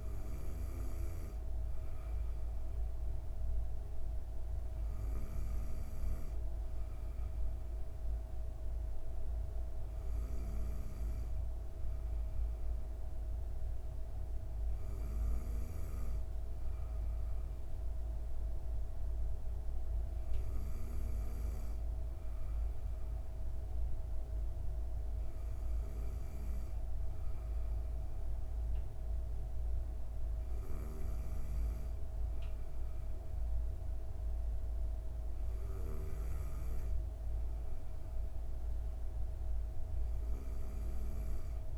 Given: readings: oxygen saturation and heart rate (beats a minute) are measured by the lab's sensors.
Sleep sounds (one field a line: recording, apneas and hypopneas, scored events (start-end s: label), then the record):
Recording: breathing in sleep, hard to hear, by a room microphone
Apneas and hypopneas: none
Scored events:
none scored
From the record:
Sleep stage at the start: N2 (light sleep)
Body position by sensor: on the back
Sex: female